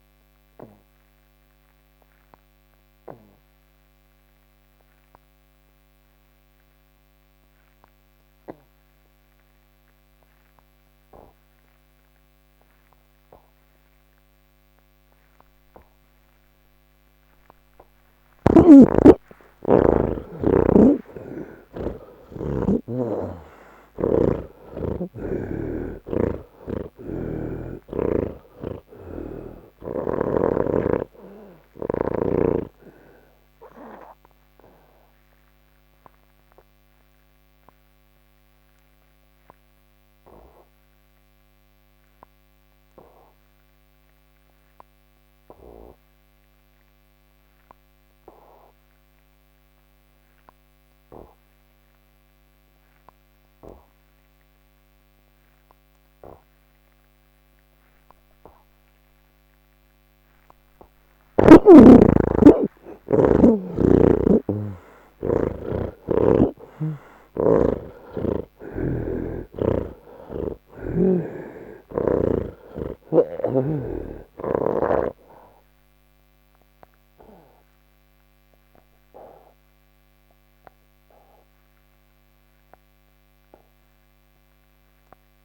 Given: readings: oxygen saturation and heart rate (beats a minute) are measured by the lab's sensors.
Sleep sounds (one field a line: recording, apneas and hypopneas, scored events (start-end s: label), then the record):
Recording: breathing in sleep by a microphone on the trachea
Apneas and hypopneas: none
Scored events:
0.00-7.50 s: oxygen desaturation (device-marked, oxygen 76% lowest, heart rate 29 extreme)
18.50-49.50 s: oxygen desaturation (device-marked, oxygen 97% before, 78% lowest, heart rate 118 before, 27 extreme)
20.50-24.00 s: snoring (device-marked)
28.50-32.00 s: snoring (device-marked)
68.50-72.00 s: snoring (device-marked)
69.50-85.45 s: oxygen desaturation (device-marked, oxygen 94% before, 77% lowest, heart rate 90 before, 38 extreme)
From the record:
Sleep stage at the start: N1 (lightest sleep)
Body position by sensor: on the back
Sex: male